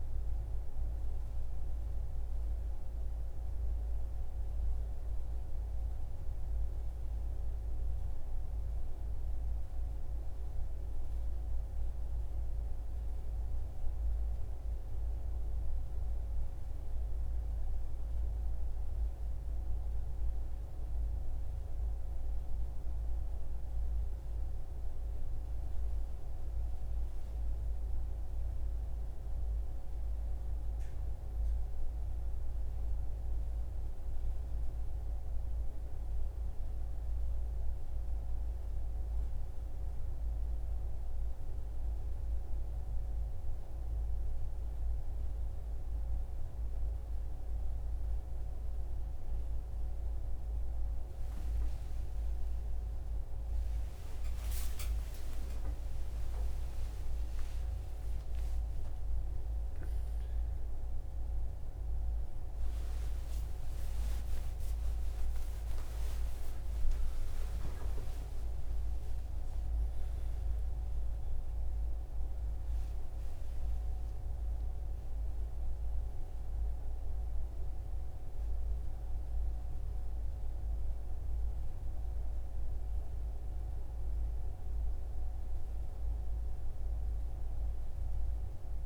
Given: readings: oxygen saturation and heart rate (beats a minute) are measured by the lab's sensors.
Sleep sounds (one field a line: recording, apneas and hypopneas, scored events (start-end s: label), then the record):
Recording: a person partly awake in a sleep study, hard to hear, by a room microphone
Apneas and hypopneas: none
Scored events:
22.00-52.00 s: new sleep stage, N2 (light sleep)
52.00-82.00 s: new sleep stage, awake
82.00-88.86 s: new sleep stage, N1 (lightest sleep)
From the record:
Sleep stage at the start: N1 (lightest sleep)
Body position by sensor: on the right side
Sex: male